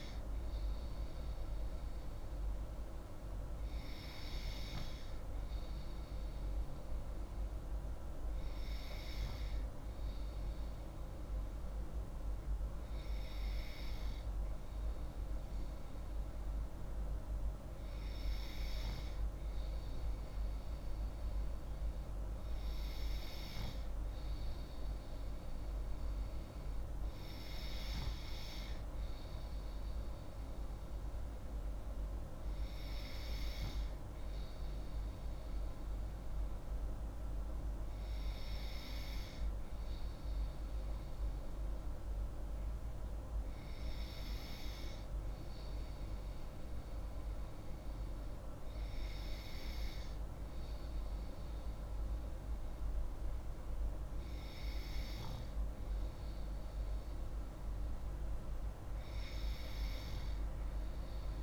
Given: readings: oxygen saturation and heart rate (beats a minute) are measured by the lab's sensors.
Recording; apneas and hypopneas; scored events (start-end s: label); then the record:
breathing in sleep, hard to hear, by a room microphone; none
none scored
From the record:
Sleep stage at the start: N2 (light sleep); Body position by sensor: on the left side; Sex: female